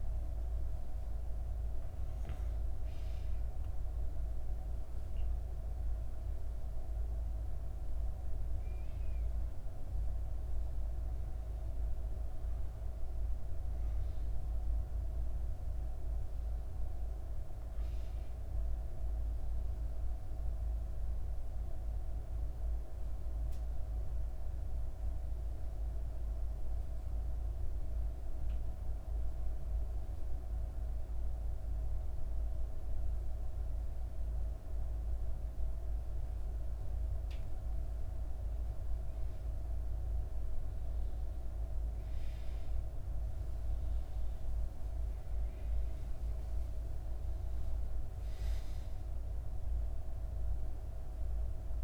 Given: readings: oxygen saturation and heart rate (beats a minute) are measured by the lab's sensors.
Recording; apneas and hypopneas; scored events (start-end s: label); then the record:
breathing in sleep, hard to hear, by a room microphone; 1
5.00-51.84 s: new sleep stage, N2 (light sleep)
25.00-37.50 s: obstructive apnea (oxygen 96% before, 90% lowest, heart rate 64 before, 60 extreme, up 4 after)
39.00-51.84 s: oxygen desaturation (device-marked, oxygen 96% before, 90% lowest, heart rate 62 before, 60 extreme)
40.50-44.50 s: arousal
From the record:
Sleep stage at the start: N1 (lightest sleep); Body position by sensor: on the back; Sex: female